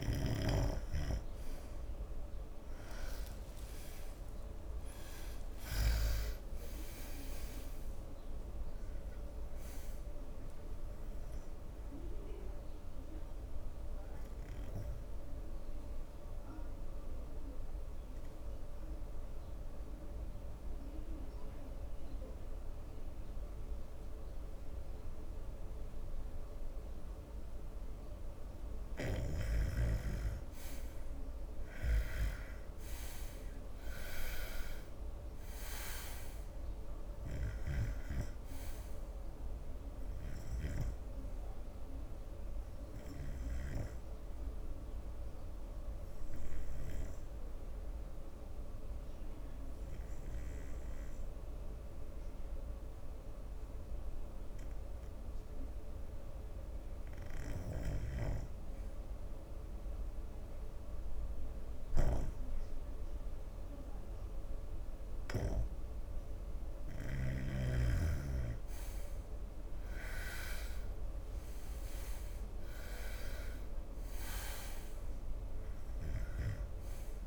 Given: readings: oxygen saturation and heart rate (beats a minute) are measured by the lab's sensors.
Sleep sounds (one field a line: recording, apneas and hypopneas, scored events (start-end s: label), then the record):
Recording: breathing in sleep by a room microphone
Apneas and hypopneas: 2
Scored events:
0.00-7.00 s: snoring (device-marked)
0.00-16.50 s: oxygen desaturation (device-marked, oxygen 86% lowest, heart rate 65 extreme)
8.00-12.50 s: arousal
16.50-29.00 s: obstructive apnea (oxygen 92% before, 88% lowest, heart rate 79 before, 66 extreme, up 13 after)
29.50-41.50 s: snoring (device-marked)
31.00-34.00 s: arousal
43.50-51.50 s: snoring (device-marked)
47.50-67.50 s: hypopnea (oxygen 93% before, 89% lowest, heart rate 74 before, 67 extreme, up 7 after)
58.00-66.50 s: snoring (device-marked)
61.50-67.50 s: oxygen desaturation (device-marked, oxygen 95% before, 89% lowest, heart rate 71 before, 67 extreme)
71.00-75.00 s: arousal
From the record:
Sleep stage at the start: N2 (light sleep)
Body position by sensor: on the right side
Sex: male